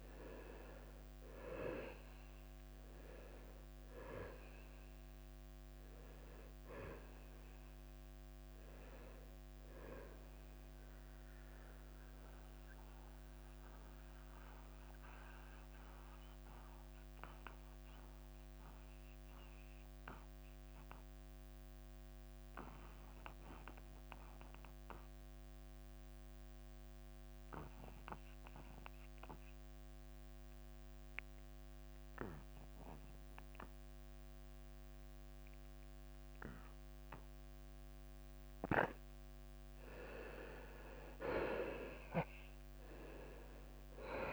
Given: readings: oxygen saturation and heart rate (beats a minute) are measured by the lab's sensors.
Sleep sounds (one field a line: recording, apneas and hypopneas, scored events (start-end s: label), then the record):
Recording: breathing in sleep by a microphone on the trachea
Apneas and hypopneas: 1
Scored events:
0.00-4.00 s: arousal
0.00-13.00 s: drop in pulse transit time (device-marked, heart rate 86 extreme)
11.50-40.00 s: mixed apnea (oxygen 96% before, 87% lowest, heart rate 86 before, 83 extreme, up 5 after)
23.00-30.00 s: oxygen desaturation (device-marked, oxygen 95% before, 88% lowest, heart rate 87 before, 83 extreme)
42.00-44.33 s: arousal
42.00-44.33 s: drop in pulse transit time (device-marked, heart rate 85 before, 86 extreme)
From the record:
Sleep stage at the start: N2 (light sleep)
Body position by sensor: on the back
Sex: male